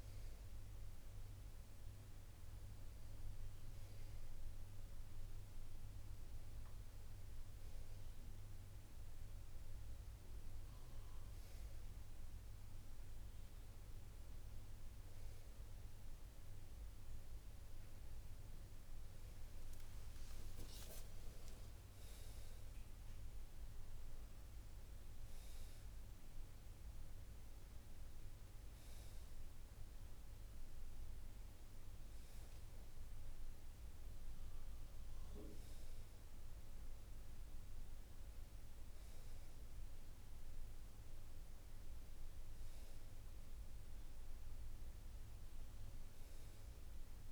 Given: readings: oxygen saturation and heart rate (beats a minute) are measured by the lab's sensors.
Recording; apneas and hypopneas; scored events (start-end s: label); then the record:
breathing in sleep, hard to hear, by a room microphone; none
18.00-22.50 s: arousal
From the record:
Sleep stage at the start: N2 (light sleep); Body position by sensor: on the right side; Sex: male